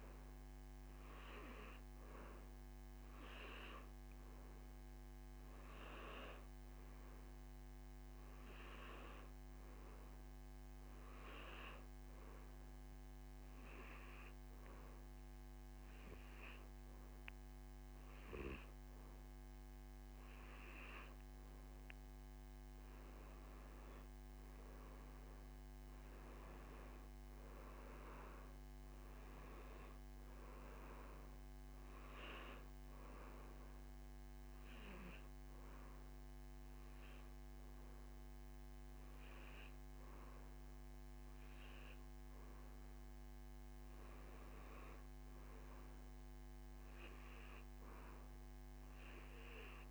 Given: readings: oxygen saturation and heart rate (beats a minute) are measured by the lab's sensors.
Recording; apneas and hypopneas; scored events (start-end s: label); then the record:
breathing in sleep by a microphone on the trachea; 2
0.00-11.50 s: oxygen desaturation (device-marked, oxygen 91% lowest, heart rate 85 extreme)
12.00-23.00 s: obstructive apnea (oxygen 96% before, 91% lowest, heart rate 85 before, 83 extreme, up 1 after)
24.50-28.00 s: arousal
33.00-44.50 s: obstructive apnea (oxygen 94% before, 90% lowest, heart rate 86 before, 83 extreme, up 1 after)
47.50-49.91 s: arousal
From the record:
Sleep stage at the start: N2 (light sleep); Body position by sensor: on the back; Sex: male